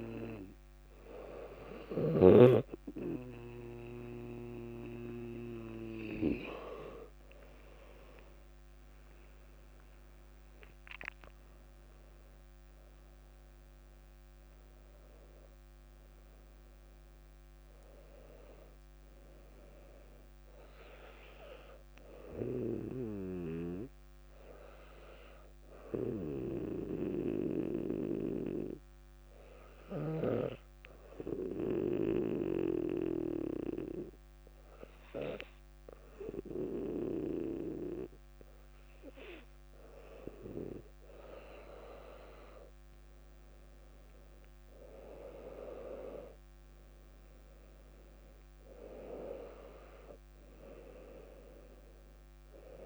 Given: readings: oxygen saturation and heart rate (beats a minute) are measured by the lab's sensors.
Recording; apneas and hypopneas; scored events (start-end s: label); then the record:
breathing in sleep by a microphone on the trachea; 1
0.00-2.50 s: snoring (device-marked)
8.50-14.50 s: arousal
26.00-40.00 s: obstructive apnea (oxygen 98% before, 95% lowest, heart rate 64 before, 58 extreme, up 3 after)
41.50-45.50 s: arousal
From the record:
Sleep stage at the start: N2 (light sleep); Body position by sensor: on the back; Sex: female